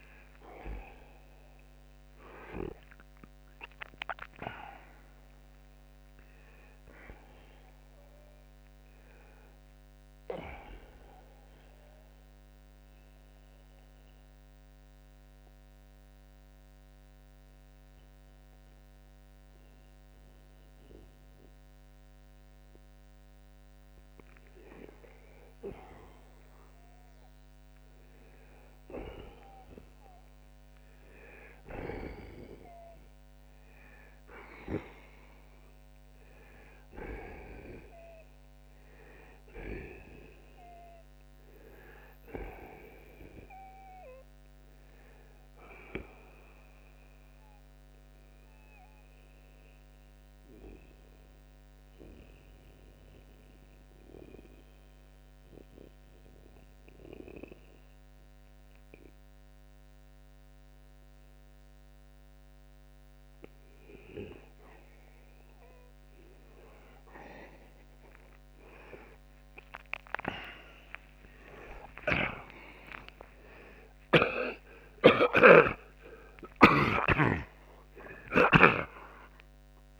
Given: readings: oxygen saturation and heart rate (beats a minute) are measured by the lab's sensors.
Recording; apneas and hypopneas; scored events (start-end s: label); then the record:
a person partly awake in a sleep study, by a microphone on the trachea; 2
12.00-24.00 s: obstructive apnea (oxygen 93% before, 87% lowest)
13.00-43.00 s: new sleep stage, N1 (lightest sleep)
22.00-35.00 s: oxygen desaturation (device-marked, oxygen 93% before, 89% lowest)
26.00-30.00 s: arousal
43.00-80.00 s: new sleep stage, N2 (light sleep)
46.00-64.00 s: mixed apnea (oxygen 95% before, 84% lowest)
49.00-66.00 s: oxygen desaturation (device-marked, oxygen 95% before, 87% lowest)
68.50-72.50 s: arousal
71.50-75.00 s: snoring (device-marked)
From the record:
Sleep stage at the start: awake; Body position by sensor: on the back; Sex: male